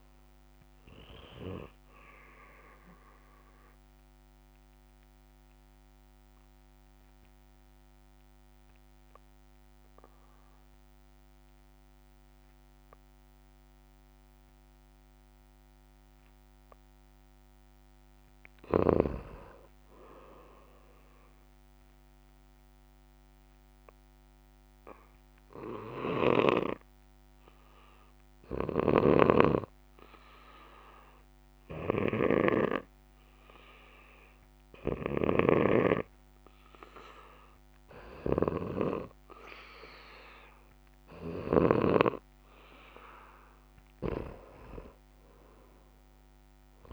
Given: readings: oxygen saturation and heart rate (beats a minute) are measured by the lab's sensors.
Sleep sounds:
breathing in sleep by a microphone on the trachea; 2
0.00-4.00 s: oxygen desaturation (device-marked, oxygen 92% lowest, heart rate 61 extreme)
4.00-17.00 s: obstructive apnea (oxygen 97% before, 92% lowest, heart rate 70 before, 60 extreme, up 7 after)
19.50-22.50 s: arousal
28.00-40.00 s: oxygen desaturation (device-marked, oxygen 97% before, 93% lowest, heart rate 64 before, 62 extreme)
29.00-41.50 s: hypopnea (oxygen 97% before, 89% lowest, heart rate 64 before, 62 extreme, up 11 after)
29.00-46.92 s: snoring (device-marked)
44.00-46.92 s: arousal
From the record:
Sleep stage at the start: N2 (light sleep); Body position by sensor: on the back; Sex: male

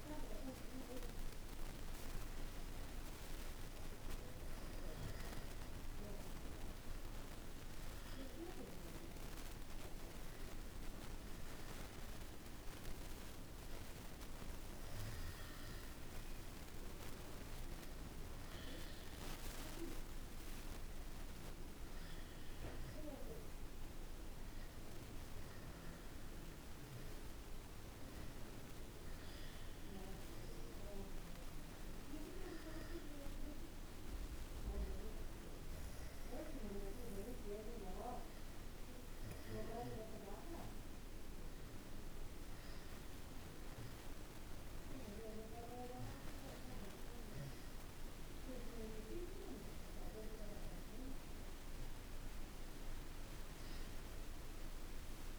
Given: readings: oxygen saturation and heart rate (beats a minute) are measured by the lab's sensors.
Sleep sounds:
breathing in sleep by a room microphone; none
0.00-9.50 s: oxygen desaturation (device-marked, oxygen 93% lowest, heart rate 63 extreme)
From the record:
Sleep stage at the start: N1 (lightest sleep); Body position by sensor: on the back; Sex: male

